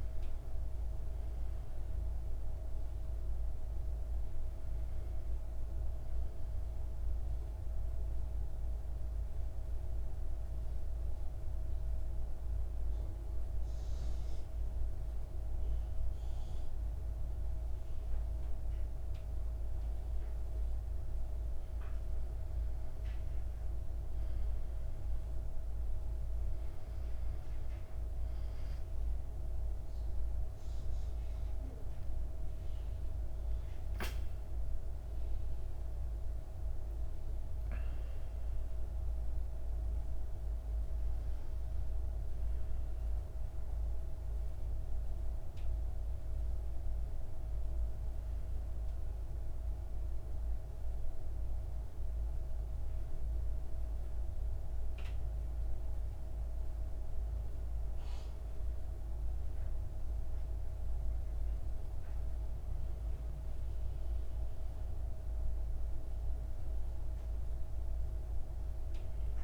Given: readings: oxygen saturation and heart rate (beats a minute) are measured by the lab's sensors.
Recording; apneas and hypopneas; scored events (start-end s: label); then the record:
breathing in sleep, hard to hear, by a room microphone; 1
0.00-1.00 s: arousal
0.50-14.50 s: oxygen desaturation (device-marked, oxygen 96% before, 92% lowest, heart rate 58 before, 55 extreme)
7.50-21.00 s: mixed apnea (oxygen 97% before, 91% lowest, heart rate 59 before, 55 extreme, up 8 after)
22.50-26.00 s: arousal
24.50-44.50 s: oxygen desaturation (device-marked, oxygen 97% before, 91% lowest, heart rate 57 before, 56 extreme)
47.50-69.44 s: new sleep stage, N1 (lightest sleep)
From the record:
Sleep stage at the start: N2 (light sleep); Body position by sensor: on the back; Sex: male